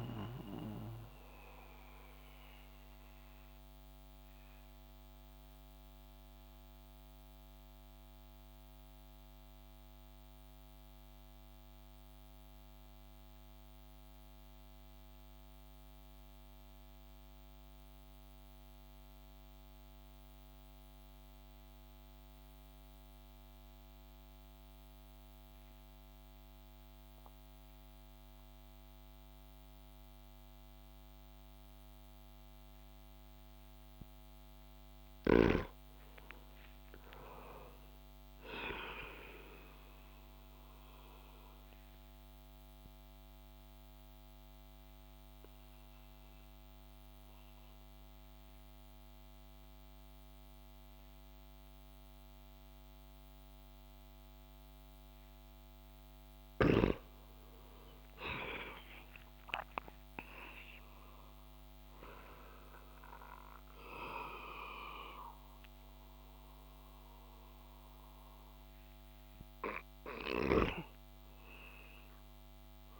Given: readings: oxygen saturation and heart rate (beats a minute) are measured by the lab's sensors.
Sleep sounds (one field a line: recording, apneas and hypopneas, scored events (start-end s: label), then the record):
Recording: breathing in sleep by a microphone on the trachea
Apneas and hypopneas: 2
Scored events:
1.50-34.00 s: mixed apnea (oxygen 96% before, 91% lowest)
33.50-63.50 s: oxygen desaturation (device-marked, oxygen 98% before, 91% lowest)
36.00-39.50 s: arousal
41.50-57.00 s: obstructive apnea (oxygen 99% before, 91% lowest)
58.50-63.00 s: arousal
70.00-73.00 s: snoring (device-marked)
From the record:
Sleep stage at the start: N2 (light sleep)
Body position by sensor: on the back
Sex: male